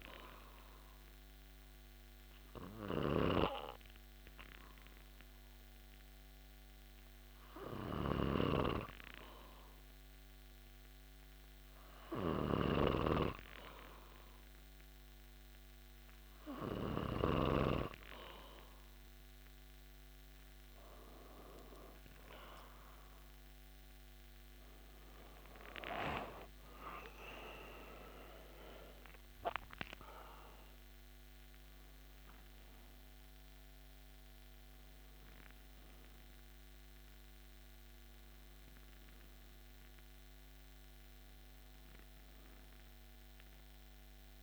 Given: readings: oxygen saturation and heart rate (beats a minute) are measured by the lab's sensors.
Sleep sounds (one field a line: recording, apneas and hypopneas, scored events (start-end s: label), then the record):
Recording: breathing in sleep by a microphone on the trachea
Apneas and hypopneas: 1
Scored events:
0.00-3.50 s: snoring (device-marked)
0.50-12.50 s: obstructive apnea (oxygen 96% before, 93% lowest)
12.50-18.00 s: snoring (device-marked)
19.50-23.50 s: arousal
From the record:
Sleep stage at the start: N2 (light sleep)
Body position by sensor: on the back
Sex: male